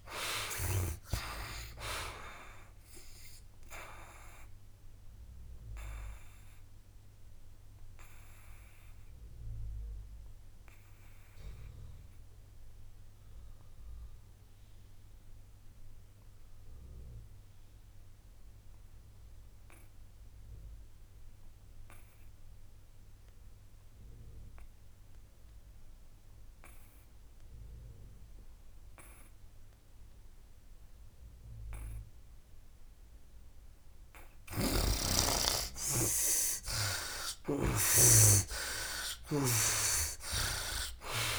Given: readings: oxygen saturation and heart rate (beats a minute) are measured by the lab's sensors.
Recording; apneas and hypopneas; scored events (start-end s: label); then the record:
breathing in sleep by a room microphone; 1
0.00-25.00 s: oxygen desaturation (device-marked, oxygen 75% lowest, heart rate 63 extreme)
5.00-33.00 s: obstructive apnea (oxygen 98% before, 73% lowest, heart rate 71 before, 63 extreme, up 12 after)
31.00-41.39 s: oxygen desaturation (device-marked, oxygen 98% before, 73% lowest, heart rate 65 before, 64 extreme)
34.50-38.00 s: snoring (device-marked)
36.00-41.00 s: arousal
From the record:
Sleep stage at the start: N2 (light sleep); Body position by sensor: on the back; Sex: male